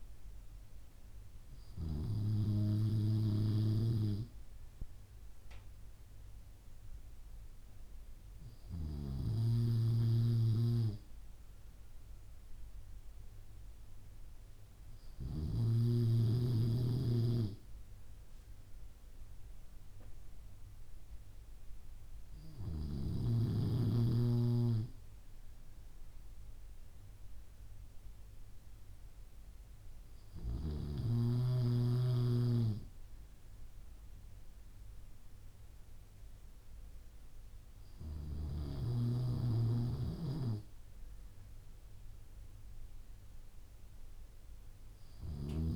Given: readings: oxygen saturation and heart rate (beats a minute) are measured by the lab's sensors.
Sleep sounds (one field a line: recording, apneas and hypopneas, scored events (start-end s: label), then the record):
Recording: breathing in sleep by a room microphone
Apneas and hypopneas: none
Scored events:
none scored
From the record:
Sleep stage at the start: N3 (deep sleep)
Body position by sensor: on the back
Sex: male